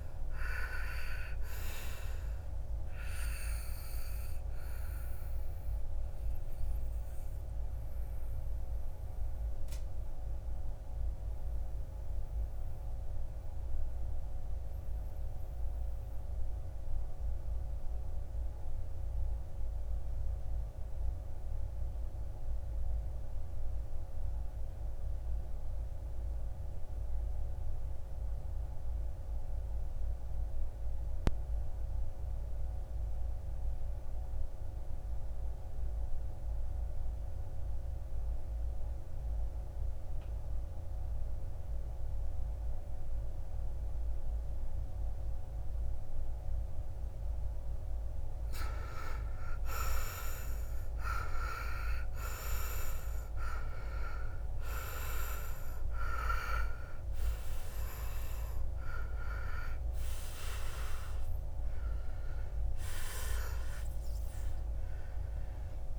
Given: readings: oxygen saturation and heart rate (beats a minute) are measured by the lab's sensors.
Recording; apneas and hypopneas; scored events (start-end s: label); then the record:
breathing in sleep by a room microphone; 1
0.00-17.50 s: oxygen desaturation (device-marked, oxygen 85% lowest, heart rate 54 extreme)
5.50-47.50 s: obstructive apnea (oxygen 95% before, 76% lowest, heart rate 62 before, 54 extreme, up 10 after)
34.50-65.99 s: oxygen desaturation (device-marked, oxygen 97% before, 76% lowest, heart rate 57 before, 49 extreme)
49.00-53.00 s: arousal
From the record:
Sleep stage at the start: N2 (light sleep); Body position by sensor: on the back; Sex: male